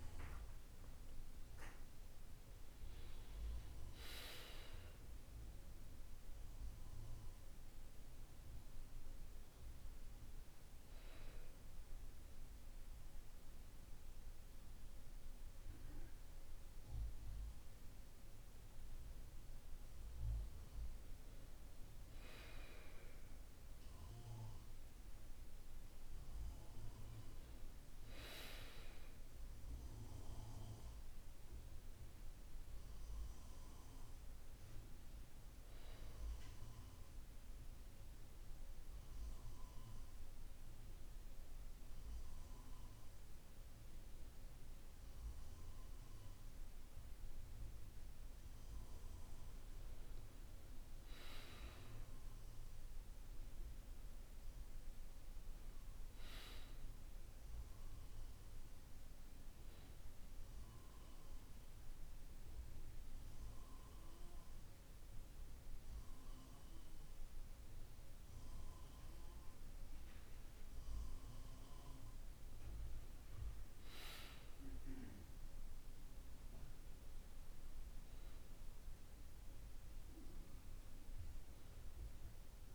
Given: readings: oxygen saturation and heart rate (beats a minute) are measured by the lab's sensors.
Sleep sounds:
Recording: breathing in sleep by a room microphone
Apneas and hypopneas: none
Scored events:
none scored
From the record:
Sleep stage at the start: N1 (lightest sleep)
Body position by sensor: on the back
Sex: male

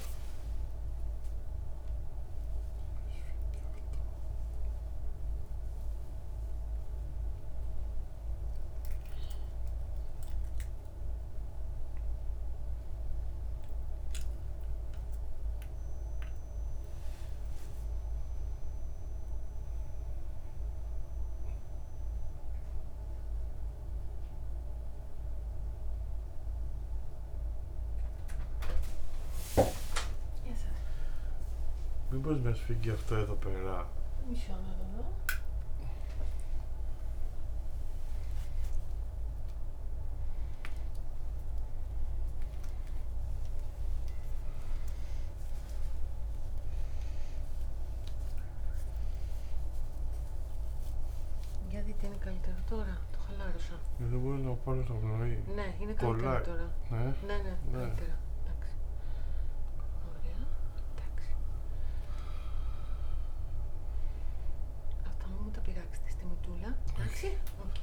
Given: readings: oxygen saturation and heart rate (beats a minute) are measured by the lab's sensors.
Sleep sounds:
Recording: a person awake in a sleep study, by a room microphone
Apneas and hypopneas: none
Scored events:
4.50-13.50 s: oxygen desaturation (device-marked, oxygen 90% before, 86% lowest, heart rate 73 before, 65 extreme)
From the record:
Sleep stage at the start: awake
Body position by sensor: on the back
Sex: male

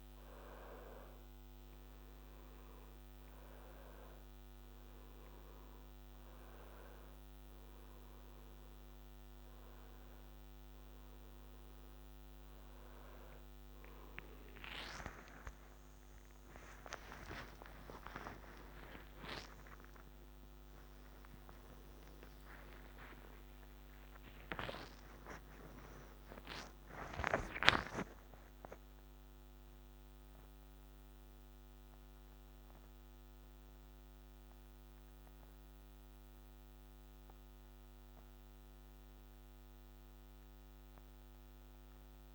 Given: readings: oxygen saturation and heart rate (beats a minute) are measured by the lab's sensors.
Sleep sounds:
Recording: a person awake in a sleep study, by a microphone on the trachea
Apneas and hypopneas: none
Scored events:
18.00-42.35 s: new sleep stage, awake
From the record:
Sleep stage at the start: N2 (light sleep)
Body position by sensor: on the back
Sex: male

